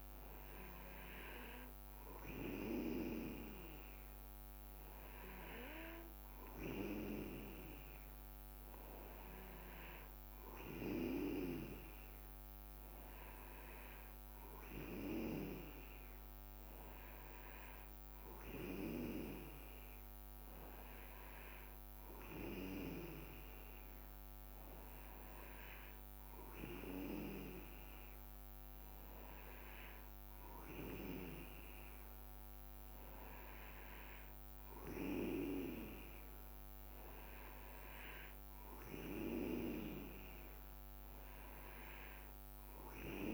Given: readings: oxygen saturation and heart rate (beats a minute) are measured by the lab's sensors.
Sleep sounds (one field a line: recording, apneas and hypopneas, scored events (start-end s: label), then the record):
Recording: breathing in sleep by a microphone on the trachea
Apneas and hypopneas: none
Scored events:
none scored
From the record:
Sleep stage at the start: N2 (light sleep)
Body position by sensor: on the back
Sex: male